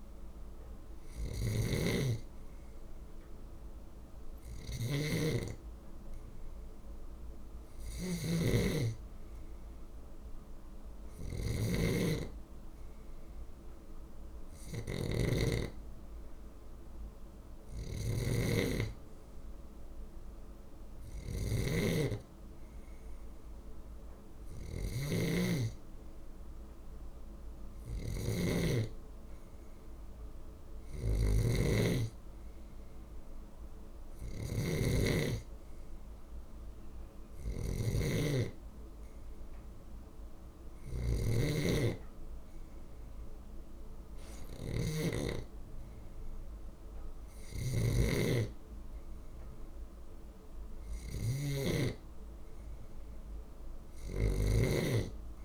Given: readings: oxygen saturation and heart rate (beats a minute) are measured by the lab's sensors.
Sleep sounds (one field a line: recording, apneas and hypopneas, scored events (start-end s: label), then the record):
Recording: breathing in sleep by a room microphone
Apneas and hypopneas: none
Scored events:
0.00-55.45 s: snoring (device-marked)
From the record:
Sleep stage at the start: N2 (light sleep)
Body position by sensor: on the left side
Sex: male